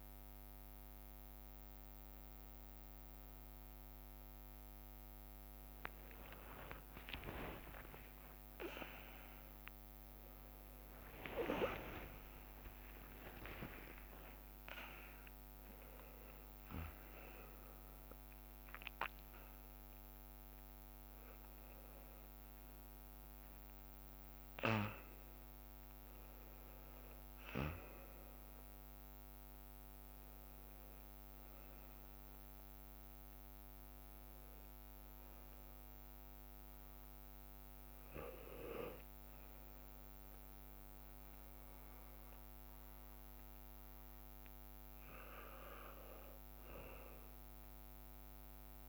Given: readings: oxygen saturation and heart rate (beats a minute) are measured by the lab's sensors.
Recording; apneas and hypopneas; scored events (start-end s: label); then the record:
a person awake in a sleep study, by a microphone on the trachea; none
0.00-3.00 s: bradycardia (device-marked, heart rate 62 before, 60 extreme)
0.00-5.00 s: oxygen desaturation (device-marked, oxygen 92% lowest, heart rate 59 extreme)
1.00-31.00 s: new sleep stage, awake
2.00-18.00 s: drop in pulse transit time (device-marked, heart rate 62 before, 59 extreme)
6.00-8.00 s: long interval between heartbeats (device-marked, heart rate 62 before, 67 extreme)
11.50-13.50 s: long interval between heartbeats (device-marked, heart rate 66 before, 91 extreme)
23.00-25.00 s: long interval between heartbeats (device-marked, heart rate 80 before, 75 extreme)
29.00-31.50 s: leg movement (device-marked)
30.00-40.00 s: drop in pulse transit time (device-marked, heart rate 82 before, 59 extreme)
31.00-48.89 s: new sleep stage, N1 (lightest sleep)
41.00-48.89 s: bradycardia (device-marked, heart rate 63 before, 57 extreme)
From the record:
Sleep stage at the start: N2 (light sleep); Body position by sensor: on the back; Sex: male